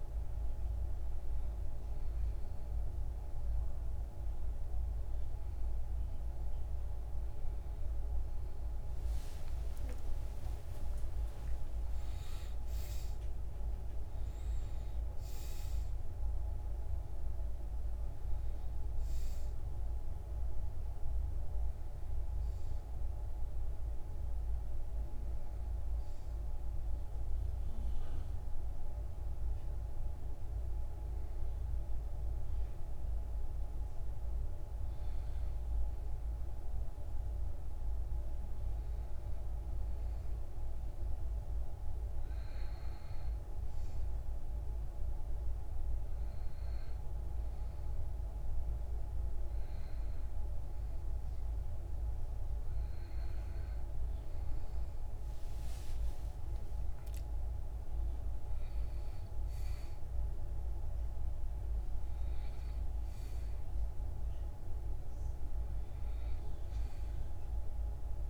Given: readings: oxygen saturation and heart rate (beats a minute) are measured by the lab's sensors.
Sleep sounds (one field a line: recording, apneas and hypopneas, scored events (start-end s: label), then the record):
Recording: breathing in sleep, hard to hear, by a room microphone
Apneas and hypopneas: none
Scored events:
8.00-11.50 s: arousal
55.00-59.00 s: arousal
From the record:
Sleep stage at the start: N1 (lightest sleep)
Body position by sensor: on the back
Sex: male